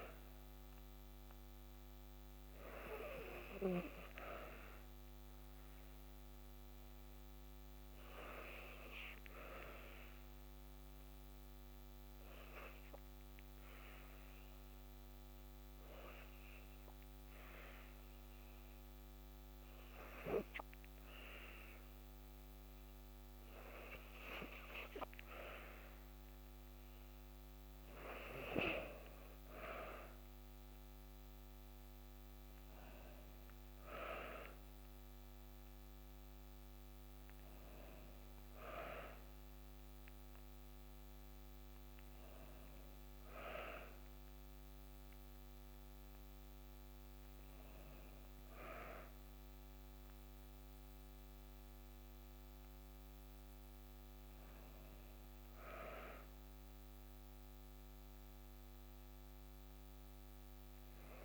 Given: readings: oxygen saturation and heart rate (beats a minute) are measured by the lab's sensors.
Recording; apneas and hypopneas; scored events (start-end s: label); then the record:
breathing in sleep by a microphone on the trachea; 1
9.00-25.00 s: hypopnea (oxygen 94% before, 92% lowest, heart rate 58 before, 55 extreme, up 1 after)
28.00-32.00 s: arousal
From the record:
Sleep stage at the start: N2 (light sleep); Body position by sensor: on the back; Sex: female